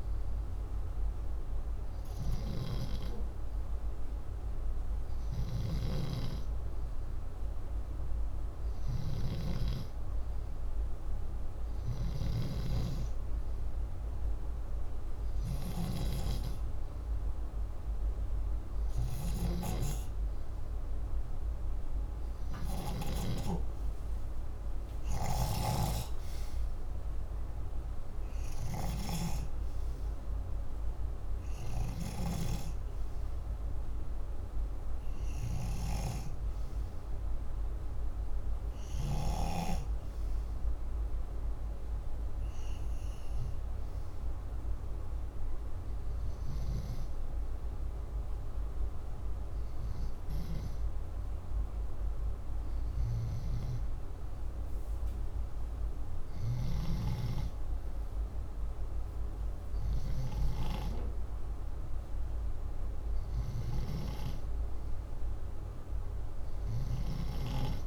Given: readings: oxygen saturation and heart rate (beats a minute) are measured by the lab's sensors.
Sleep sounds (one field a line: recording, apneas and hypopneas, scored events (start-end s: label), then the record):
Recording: breathing in sleep by a room microphone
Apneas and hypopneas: none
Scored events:
none scored
From the record:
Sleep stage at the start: N2 (light sleep)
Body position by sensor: upright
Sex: male